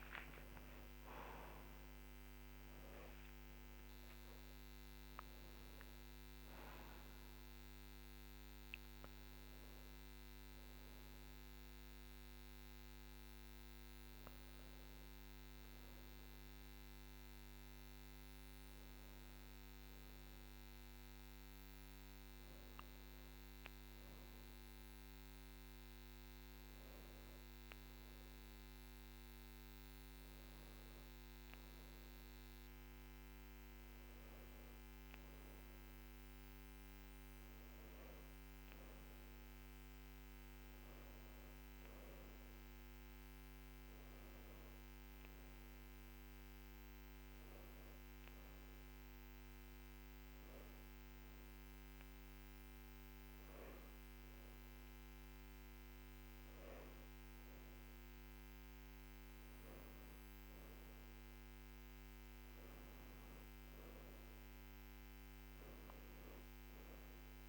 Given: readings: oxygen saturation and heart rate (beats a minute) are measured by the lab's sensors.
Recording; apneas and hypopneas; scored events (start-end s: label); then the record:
a person partly awake in a sleep study, hard to hear, by a microphone on the trachea; none
10.00-67.49 s: new sleep stage, N2 (light sleep)
21.00-22.00 s: oxygen desaturation (device-marked, oxygen 98% before, 96% lowest, heart rate 44 before, 82 extreme)
From the record:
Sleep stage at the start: awake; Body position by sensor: on the left side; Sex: female